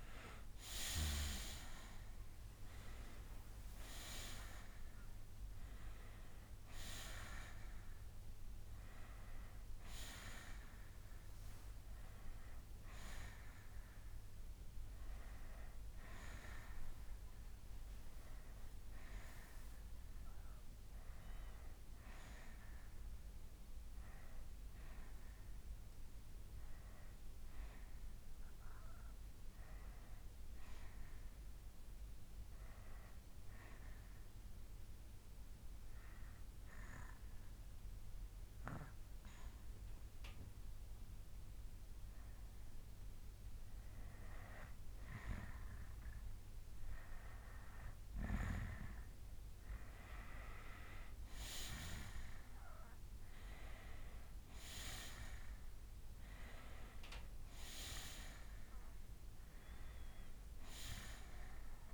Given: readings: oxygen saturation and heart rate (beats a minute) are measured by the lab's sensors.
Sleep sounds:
breathing in sleep by a room microphone; 1
0.00-12.50 s: oxygen desaturation (device-marked, oxygen 90% lowest, heart rate 53 extreme)
24.50-28.50 s: arousal
28.50-33.50 s: bradycardia (device-marked, heart rate 68 before, 58 extreme)
31.00-43.50 s: obstructive apnea (oxygen 96% before, 90% lowest, heart rate 68 before, 44 extreme, up 15 after)
41.50-61.94 s: oxygen desaturation (device-marked, oxygen 95% before, 90% lowest, heart rate 64 before, 44 extreme)
46.00-49.00 s: arousal
46.50-57.50 s: bradycardia (device-marked, heart rate 68 before, 44 extreme)
From the record:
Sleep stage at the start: N2 (light sleep); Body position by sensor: on the back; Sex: male

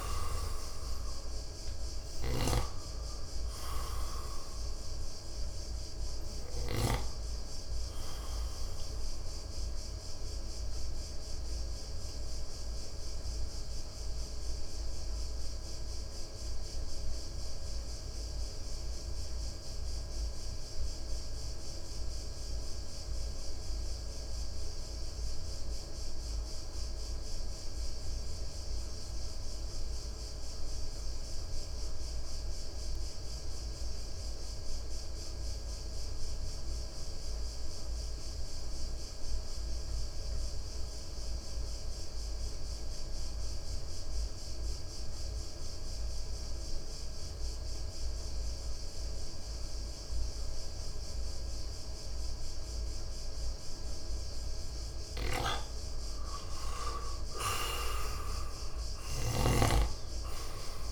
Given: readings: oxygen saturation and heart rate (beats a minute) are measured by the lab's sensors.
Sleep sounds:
breathing in sleep by a room microphone; 1
0.00-2.50 s: arousal
0.00-24.00 s: oxygen desaturation (device-marked, oxygen 88% lowest, heart rate 56 extreme)
2.50-7.00 s: snoring (device-marked)
11.00-56.00 s: mixed apnea (oxygen 97% before, 84% lowest, heart rate 61 before, 56 extreme, up 6 after)
44.00-60.92 s: oxygen desaturation (device-marked, oxygen 96% before, 84% lowest, heart rate 57 before, 56 extreme)
58.00-60.92 s: arousal
59.00-60.92 s: snoring (device-marked)
From the record:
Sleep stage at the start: N2 (light sleep); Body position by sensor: on the right side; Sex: male

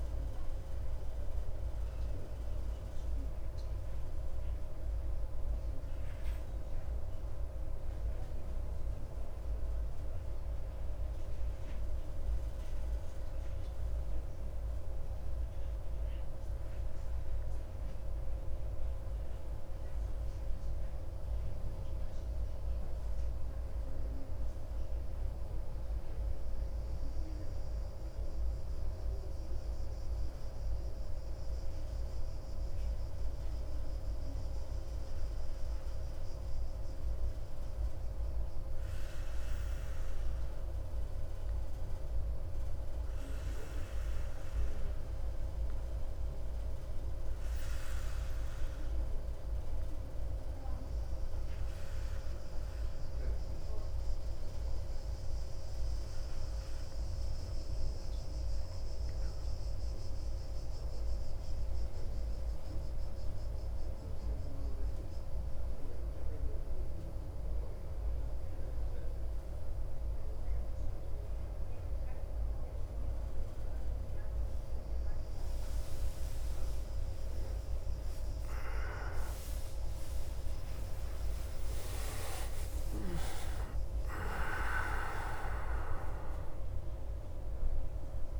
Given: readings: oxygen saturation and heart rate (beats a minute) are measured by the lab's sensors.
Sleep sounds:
breathing in sleep, hard to hear, by a room microphone; 1
42.50-61.00 s: hypopnea (oxygen 97% before, 95% lowest)
63.00-67.50 s: arousal
From the record:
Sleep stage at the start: N2 (light sleep); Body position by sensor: on the back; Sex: male

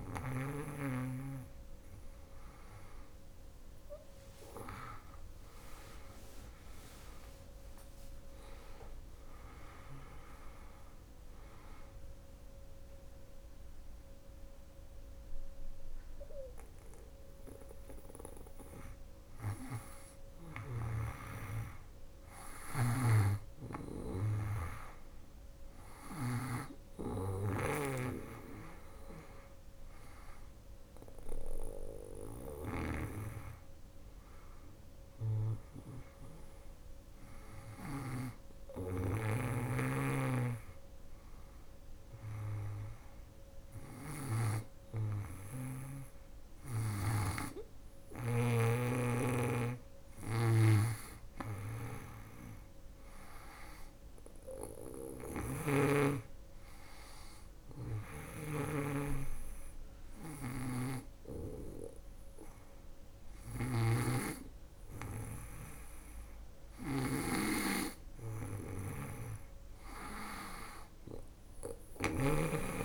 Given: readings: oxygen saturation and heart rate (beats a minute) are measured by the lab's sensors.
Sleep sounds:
breathing in sleep by a room microphone; 1
4.50-9.00 s: arousal
22.00-25.50 s: snoring (device-marked)
31.50-46.50 s: snoring (device-marked)
48.50-72.85 s: snoring (device-marked)
55.50-67.00 s: hypopnea (oxygen 98% before, 96% lowest, heart rate 83 before, 80 extreme, up 3 after)
69.00-72.00 s: arousal
From the record:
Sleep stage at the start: N2 (light sleep); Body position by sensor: on the back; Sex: female

